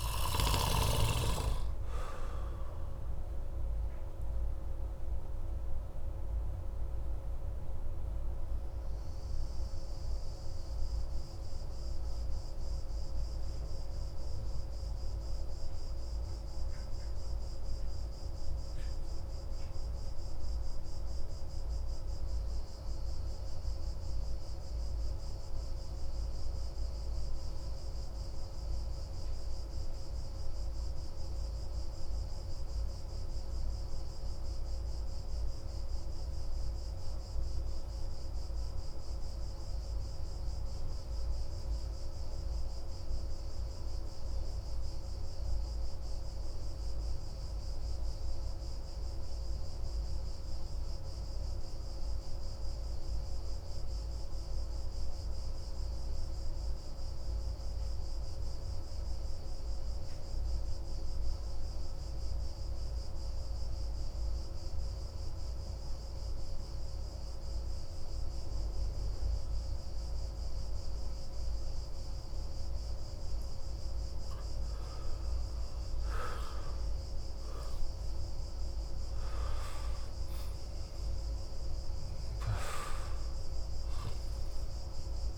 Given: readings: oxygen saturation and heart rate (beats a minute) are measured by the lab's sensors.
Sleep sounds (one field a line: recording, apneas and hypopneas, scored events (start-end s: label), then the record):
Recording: breathing in sleep, hard to hear, by a room microphone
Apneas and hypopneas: 1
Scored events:
0.00-27.50 s: oxygen desaturation (device-marked, oxygen 88% lowest)
4.00-72.50 s: obstructive apnea (oxygen 97% before, 84% lowest)
46.50-55.50 s: oxygen desaturation (device-marked, oxygen 98% before, 94% lowest)
74.50-79.00 s: arousal
From the record:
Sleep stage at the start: N2 (light sleep)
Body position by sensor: on the back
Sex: male